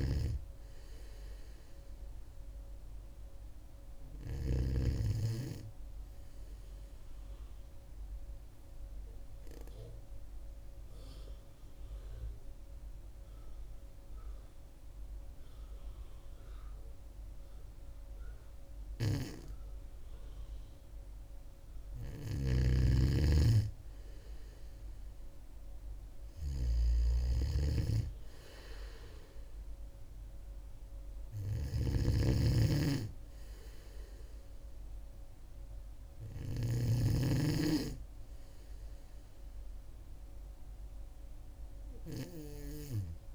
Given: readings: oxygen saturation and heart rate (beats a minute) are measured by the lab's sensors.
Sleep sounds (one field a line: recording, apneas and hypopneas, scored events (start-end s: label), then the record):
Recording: breathing in sleep by a room microphone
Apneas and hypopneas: 1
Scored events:
0.00-4.50 s: snoring (device-marked)
8.00-20.50 s: obstructive apnea (oxygen 99% before, 94% lowest, heart rate 62 before, 59 extreme, up 6 after)
18.50-36.50 s: snoring (device-marked)
22.50-26.50 s: arousal
From the record:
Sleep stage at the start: N2 (light sleep)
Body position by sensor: on the back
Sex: female